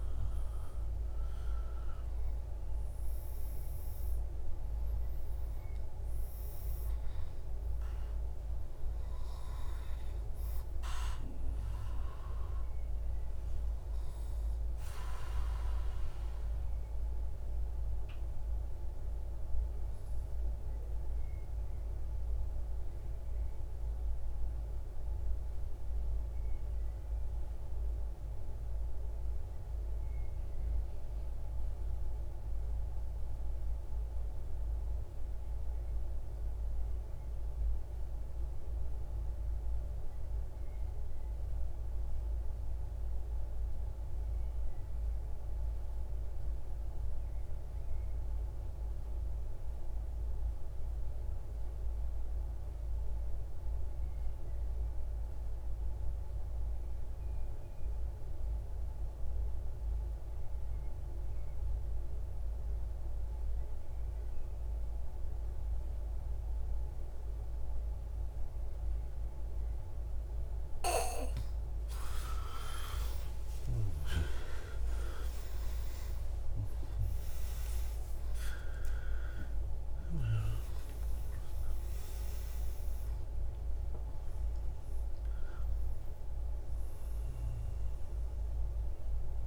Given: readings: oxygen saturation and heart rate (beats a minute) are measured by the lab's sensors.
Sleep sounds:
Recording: breathing in sleep by a room microphone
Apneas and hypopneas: 1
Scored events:
0.00-3.00 s: arousal
0.50-21.50 s: oxygen desaturation (device-marked, oxygen 97% before, 93% lowest, heart rate 92 before, 37 extreme)
20.50-71.50 s: mixed apnea (oxygen 97% before, 84% lowest, heart rate 81 before, 41 extreme, up 29 after)
45.50-89.47 s: oxygen desaturation (device-marked, oxygen 98% before, 84% lowest)
80.50-89.47 s: new sleep stage, awake
From the record:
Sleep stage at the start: N2 (light sleep)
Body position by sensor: on the right side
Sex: male

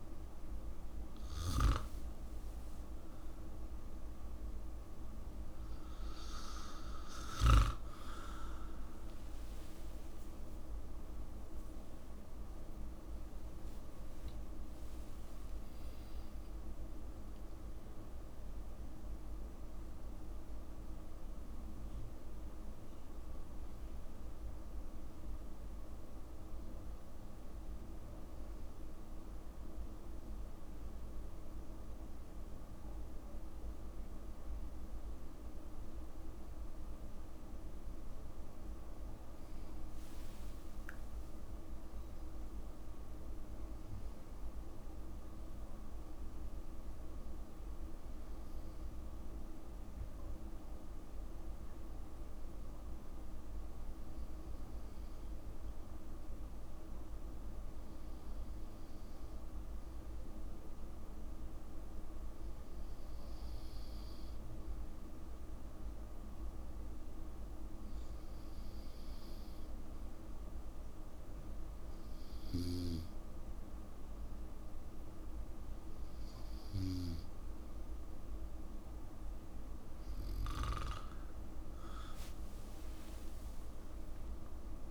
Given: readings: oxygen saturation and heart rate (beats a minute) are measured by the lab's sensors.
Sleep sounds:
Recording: a person partly awake in a sleep study, hard to hear, by a room microphone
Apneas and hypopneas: 1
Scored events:
30.00-84.90 s: new sleep stage, N2 (light sleep)
40.50-42.50 s: long interval between heartbeats (device-marked, heart rate 65 before, 72 extreme)
52.50-72.50 s: hypopnea (oxygen 96% before, 92% lowest, heart rate 66 before, 59 extreme, up 2 after)
83.50-84.90 s: arousal
From the record:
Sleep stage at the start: awake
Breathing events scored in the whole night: 61 in 5.0 hours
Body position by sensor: on the back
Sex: male

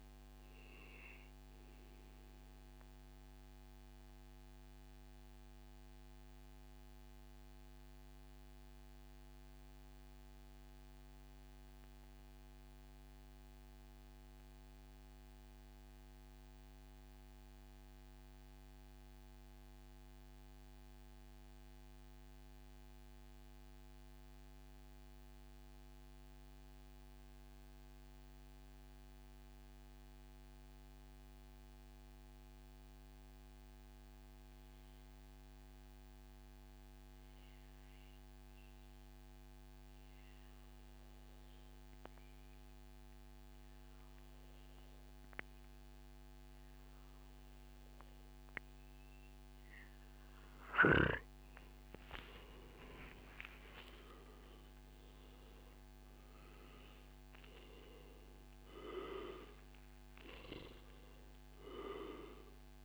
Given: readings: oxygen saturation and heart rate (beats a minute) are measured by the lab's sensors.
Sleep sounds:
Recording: breathing in sleep by a microphone on the trachea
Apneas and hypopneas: 1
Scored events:
0.00-13.00 s: oxygen desaturation (device-marked, oxygen 98% before, 89% lowest, heart rate 109 before, 89 extreme)
0.50-48.50 s: mixed apnea (oxygen 96% before, 90% lowest, heart rate 140 before, 89 extreme, up 48 after)
2.00-4.00 s: long interval between heartbeats (device-marked, heart rate 138 before, 89 extreme)
4.50-6.50 s: long interval between heartbeats (device-marked, heart rate 134 before, 92 extreme)
21.50-23.50 s: long interval between heartbeats (device-marked, heart rate 108 before, 112 extreme)
48.50-50.50 s: long interval between heartbeats (device-marked, heart rate 105 before, 116 extreme)
50.00-62.85 s: oxygen desaturation (device-marked, oxygen 96% before, 90% lowest, heart rate 106 before, 103 extreme)
50.50-54.00 s: arousal
From the record:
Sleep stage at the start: N2 (light sleep)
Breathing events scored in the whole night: 247 in 4.9 hours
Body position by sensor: on the back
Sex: male

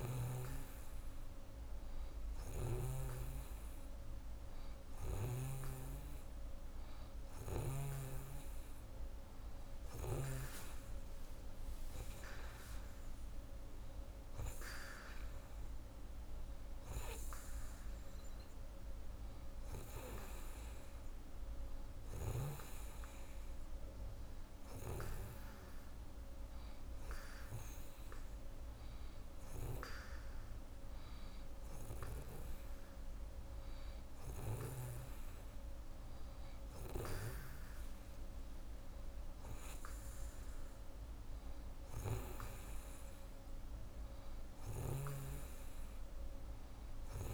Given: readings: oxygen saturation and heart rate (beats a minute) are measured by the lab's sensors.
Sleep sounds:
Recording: breathing in sleep by a room microphone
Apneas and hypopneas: none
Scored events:
0.00-7.50 s: snoring (device-marked)
From the record:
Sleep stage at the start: N2 (light sleep)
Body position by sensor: on the right side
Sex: female

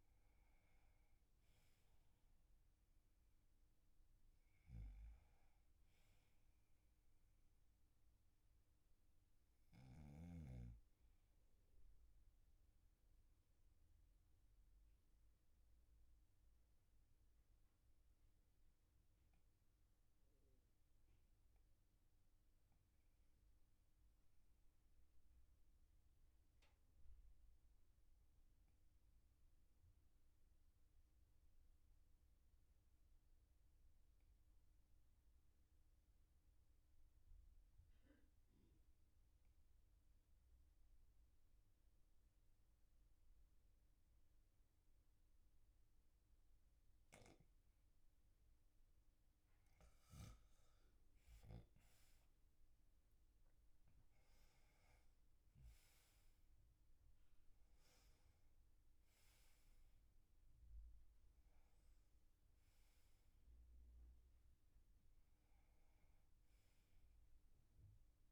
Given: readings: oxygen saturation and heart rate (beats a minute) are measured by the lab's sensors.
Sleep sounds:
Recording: breathing in sleep, hard to hear, by a room microphone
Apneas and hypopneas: 1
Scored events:
12.00-29.00 s: oxygen desaturation (device-marked, oxygen 98% before, 93% lowest, heart rate 47 before, 42 extreme)
12.50-48.50 s: obstructive apnea (oxygen 98% before, 91% lowest, heart rate 47 before, 42 extreme, up 5 after)
51.00-55.50 s: arousal
From the record:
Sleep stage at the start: N2 (light sleep)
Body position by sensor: on the back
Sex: male

